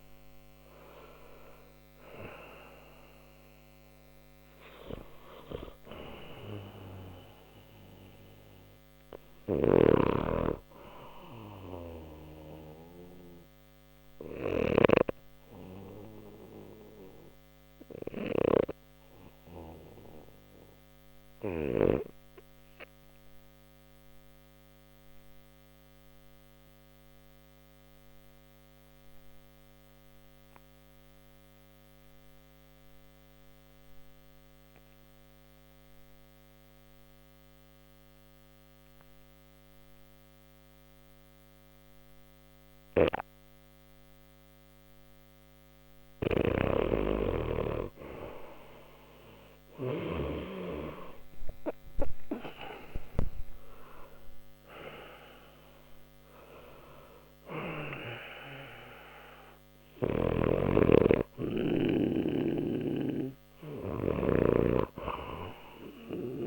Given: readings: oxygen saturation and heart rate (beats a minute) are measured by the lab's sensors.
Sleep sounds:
breathing in sleep by a microphone on the trachea; 1
9.00-14.50 s: snoring (device-marked)
12.00-45.00 s: obstructive apnea (oxygen 98% before, 89% lowest, heart rate 80 before, 59 extreme, up 11 after)
15.50-26.50 s: oxygen desaturation (device-marked, oxygen 95% before, 91% lowest, heart rate 75 before, 59 extreme)
41.50-63.50 s: oxygen desaturation (device-marked, oxygen 98% before, 90% lowest, heart rate 60 before, 59 extreme)
47.00-52.00 s: arousal
59.50-66.47 s: snoring (device-marked)
From the record:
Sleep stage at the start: REM sleep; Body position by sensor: on the left side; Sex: male

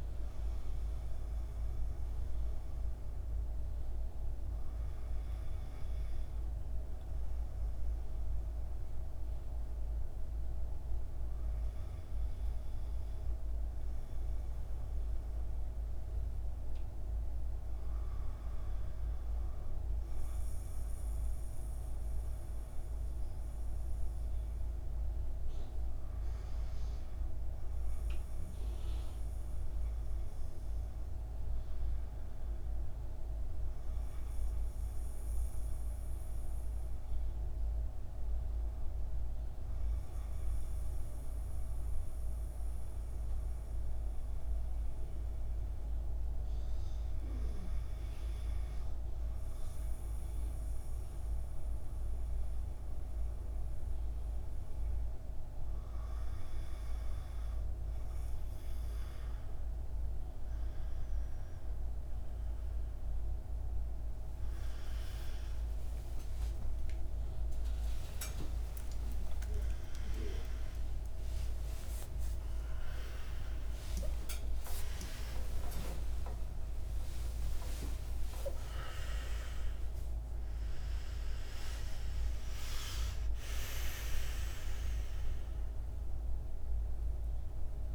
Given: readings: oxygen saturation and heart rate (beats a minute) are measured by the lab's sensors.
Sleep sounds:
a person partly awake in a sleep study, by a room microphone; 2
0.00-12.50 s: oxygen desaturation (device-marked, oxygen 92% lowest, heart rate 53 extreme)
2.50-15.50 s: hypopnea (oxygen 97% before, 92% lowest, heart rate 60 before, 53 extreme, up 5 after)
19.00-23.00 s: arousal
38.50-55.00 s: hypopnea (oxygen 98% before, 92% lowest, heart rate 57 before, 54 extreme, up 11 after)
48.50-87.95 s: new sleep stage, awake
77.50-84.50 s: oxygen desaturation (device-marked, oxygen 96% before, 92% lowest, heart rate 82 before, 64 extreme)
From the record:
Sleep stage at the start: N2 (light sleep); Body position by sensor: upright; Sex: male

